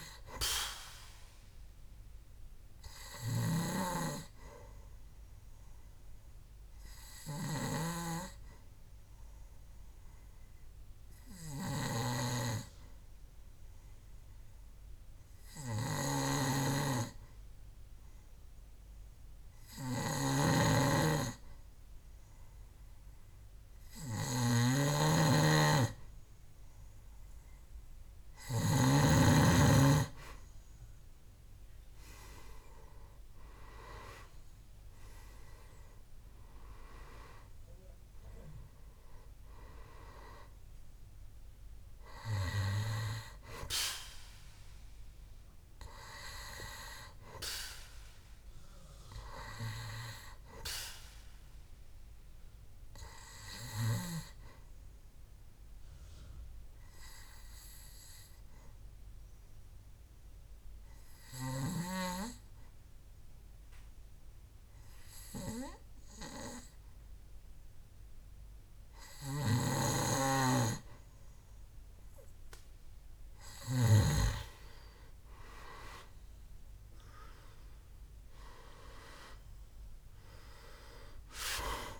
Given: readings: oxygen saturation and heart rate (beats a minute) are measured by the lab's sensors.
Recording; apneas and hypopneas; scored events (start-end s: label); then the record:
breathing in sleep by a room microphone; 2
4.00-28.50 s: obstructive apnea (oxygen 98% before, 91% lowest, heart rate 69 before, 66 extreme, up 4 after)
25.00-29.50 s: snoring (device-marked)
28.00-58.00 s: oxygen desaturation (device-marked, oxygen 97% before, 91% lowest, heart rate 69 before, 67 extreme)
31.50-36.50 s: arousal
56.00-70.00 s: obstructive apnea (oxygen 96% before, 92% lowest, heart rate 72 before, 64 extreme, up 5 after)
75.00-78.50 s: arousal
77.00-82.00 s: oxygen desaturation (device-marked, oxygen 98% before, 92% lowest, heart rate 69 before, 64 extreme)
From the record:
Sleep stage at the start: N2 (light sleep); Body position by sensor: on the back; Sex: male